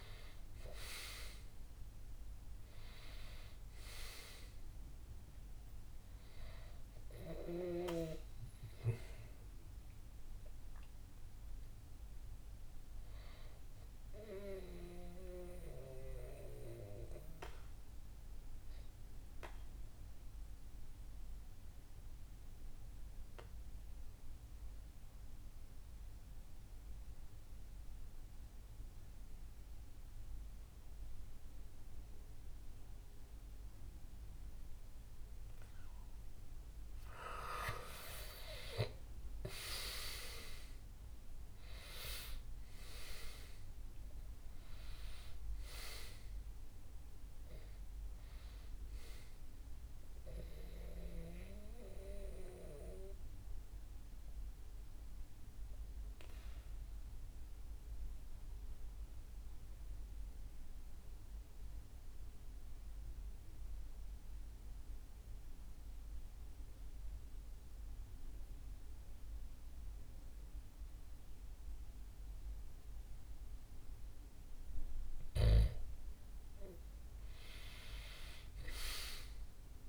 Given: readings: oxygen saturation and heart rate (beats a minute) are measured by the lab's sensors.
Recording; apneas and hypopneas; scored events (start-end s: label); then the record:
breathing in sleep by a room microphone; 2
0.00-1.00 s: arousal
0.00-25.00 s: oxygen desaturation (device-marked, oxygen 93% lowest, heart rate 62 extreme)
14.00-37.00 s: obstructive apnea (oxygen 98% before, 92% lowest, heart rate 67 before, 59 extreme, up 7 after)
38.00-41.50 s: arousal
50.00-73.00 s: mixed apnea (oxygen 98% before, 92% lowest, heart rate 66 before, 59 extreme, up 6 after)
76.50-79.89 s: arousal
From the record:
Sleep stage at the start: N2 (light sleep); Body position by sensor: on the back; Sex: male